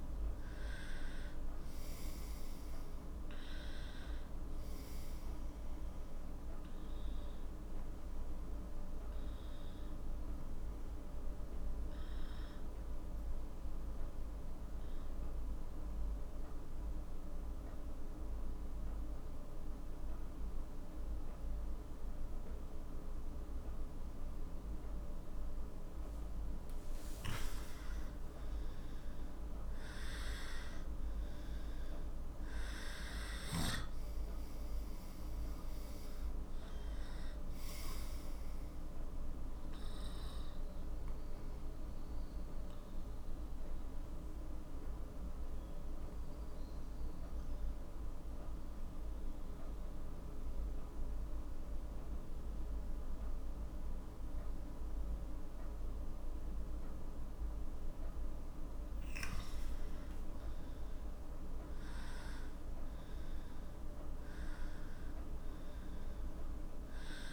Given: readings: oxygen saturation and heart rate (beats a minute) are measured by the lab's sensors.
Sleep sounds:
breathing in sleep, hard to hear, by a room microphone; 2
0.00-18.50 s: oxygen desaturation (device-marked, oxygen 91% lowest, heart rate 44 extreme)
7.00-24.00 s: obstructive apnea (oxygen 95% before, 90% lowest, heart rate 54 before, 38 extreme, up 15 after)
26.50-31.00 s: arousal
28.50-61.50 s: oxygen desaturation (device-marked, oxygen 97% before, 90% lowest, heart rate 47 before, 38 extreme)
41.50-59.00 s: obstructive apnea (oxygen 97% before, 90% lowest, heart rate 54 before, 40 extreme, up 18 after)
61.50-66.00 s: arousal
63.50-67.32 s: oxygen desaturation (device-marked, oxygen 98% before, 92% lowest, heart rate 46 before, 46 extreme)
From the record:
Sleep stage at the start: N2 (light sleep); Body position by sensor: on the left side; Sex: male

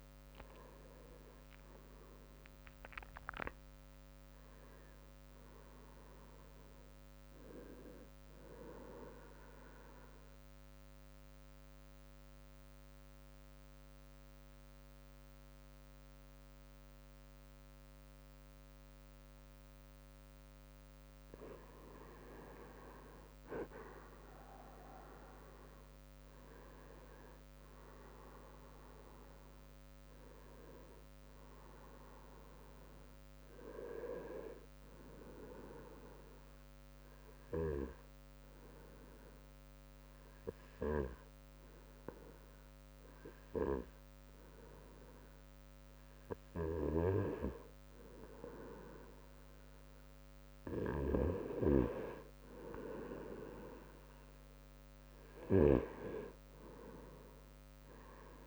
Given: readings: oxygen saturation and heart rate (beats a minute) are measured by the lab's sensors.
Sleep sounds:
breathing in sleep by a microphone on the trachea; 2
0.00-10.50 s: drop in pulse transit time (device-marked, heart rate 70 extreme)
9.00-20.00 s: obstructive apnea (oxygen 96% before, 93% lowest, heart rate 69 before, 56 extreme, up 16 after)
22.00-26.00 s: arousal
23.00-25.00 s: leg movement (device-marked)
24.50-35.50 s: drop in pulse transit time (device-marked, heart rate 64 before, 66 extreme)
26.50-45.50 s: oxygen desaturation (device-marked, oxygen 97% before, 93% lowest, heart rate 64 before, 58 extreme)
35.50-47.00 s: obstructive apnea (oxygen 97% before, 93% lowest, heart rate 66 before, 59 extreme, up 6 after)
57.00-58.47 s: arousal
From the record:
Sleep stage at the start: N2 (light sleep); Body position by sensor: on the right side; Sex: male

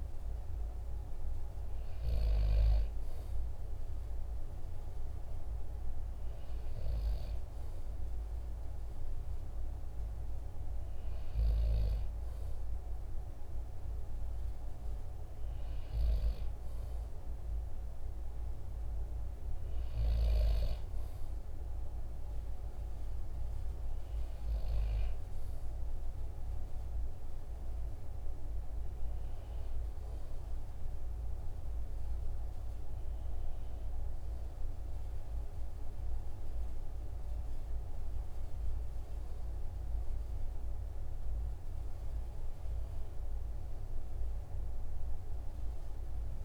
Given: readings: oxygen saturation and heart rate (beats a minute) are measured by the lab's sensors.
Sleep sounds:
breathing in sleep, hard to hear, by a room microphone; none
none scored
From the record:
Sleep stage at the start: N2 (light sleep); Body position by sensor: on the back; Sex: male

